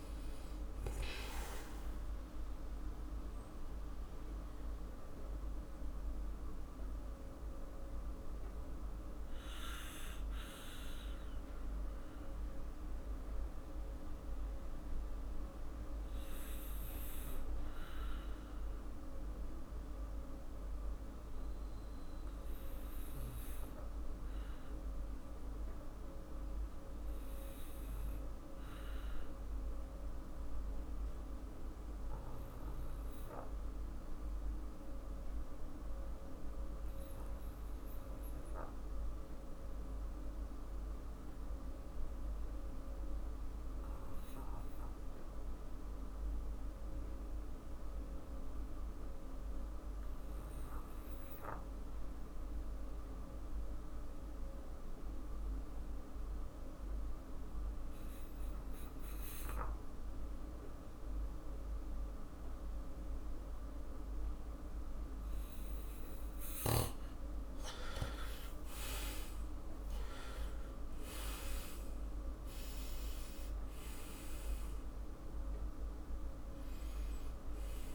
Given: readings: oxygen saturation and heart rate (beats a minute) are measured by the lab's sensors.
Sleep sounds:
breathing in sleep, hard to hear, by a room microphone; 1
0.00-9.50 s: oxygen desaturation (device-marked, oxygen 94% lowest, heart rate 46 extreme)
3.00-66.00 s: mixed apnea (oxygen 99% before, 83% lowest, heart rate 53 before, 46 extreme, up 22 after)
15.50-32.50 s: oxygen desaturation (device-marked, oxygen 95% before, 84% lowest, heart rate 54 before, 47 extreme)
58.50-73.50 s: oxygen desaturation (device-marked, oxygen 98% before, 95% lowest, heart rate 49 before, 46 extreme)
68.50-74.00 s: arousal
From the record:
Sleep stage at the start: N2 (light sleep); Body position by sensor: on the back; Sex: male

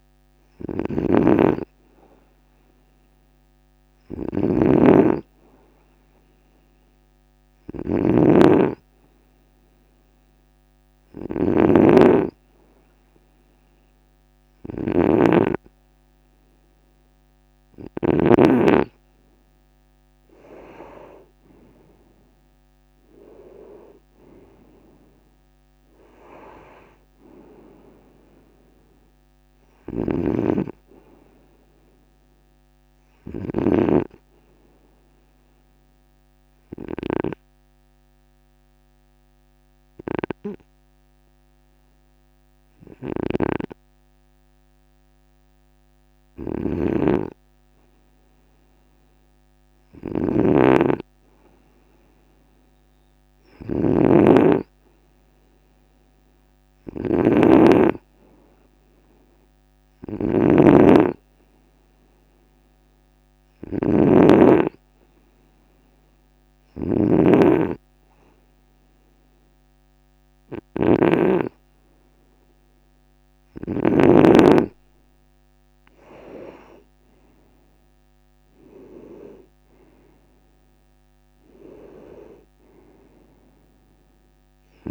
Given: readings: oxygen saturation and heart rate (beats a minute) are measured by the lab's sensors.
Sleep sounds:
breathing in sleep by a microphone on the trachea; 2
0.00-18.00 s: snoring (device-marked)
27.50-31.00 s: arousal
29.50-73.50 s: snoring (device-marked)
34.50-47.00 s: obstructive apnea (oxygen 98% before, 95% lowest, heart rate 54 before, 50 extreme, up 2 after)
52.00-56.00 s: arousal
62.00-73.00 s: hypopnea (oxygen 98% before, 95% lowest, heart rate 52 before, 51 extreme, up 8 after)
76.50-79.50 s: arousal
From the record:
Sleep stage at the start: N2 (light sleep); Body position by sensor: on the right side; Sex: male

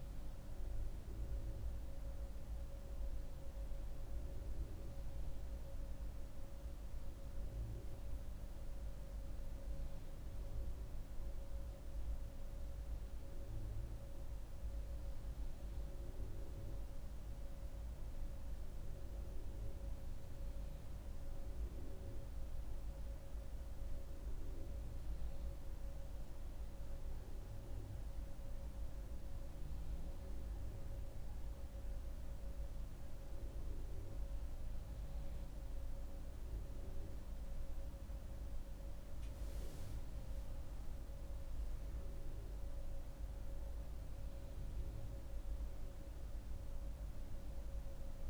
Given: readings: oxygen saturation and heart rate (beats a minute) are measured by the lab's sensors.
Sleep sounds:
breathing in sleep, hard to hear, by a room microphone; none
none scored
From the record:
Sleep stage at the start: N1 (lightest sleep); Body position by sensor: on the back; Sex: female

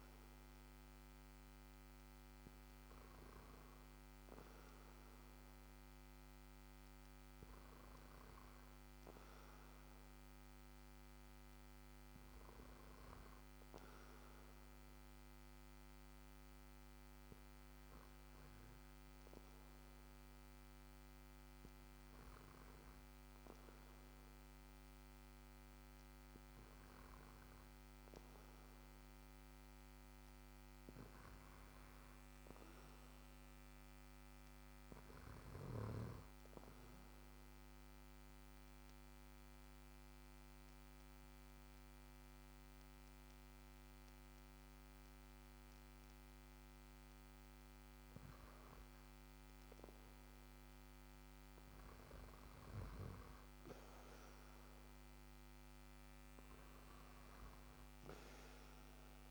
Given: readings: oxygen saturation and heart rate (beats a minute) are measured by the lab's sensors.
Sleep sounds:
breathing in sleep, hard to hear, by a microphone on the trachea; 1
36.50-47.50 s: obstructive apnea (oxygen 95% before, 90% lowest, heart rate 55 before, 56 extreme, up 3 after)
49.50-53.00 s: arousal
From the record:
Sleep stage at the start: N2 (light sleep); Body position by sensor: on the back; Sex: male

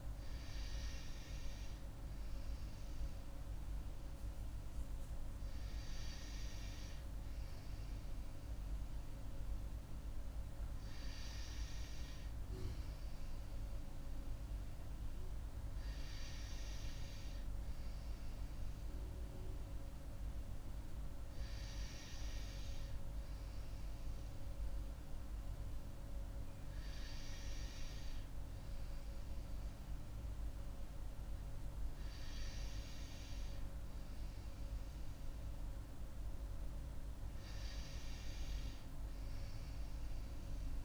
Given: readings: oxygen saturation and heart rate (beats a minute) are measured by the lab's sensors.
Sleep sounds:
breathing in sleep, hard to hear, by a room microphone; none
none scored
From the record:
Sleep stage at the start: N2 (light sleep); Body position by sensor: on the right side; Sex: female

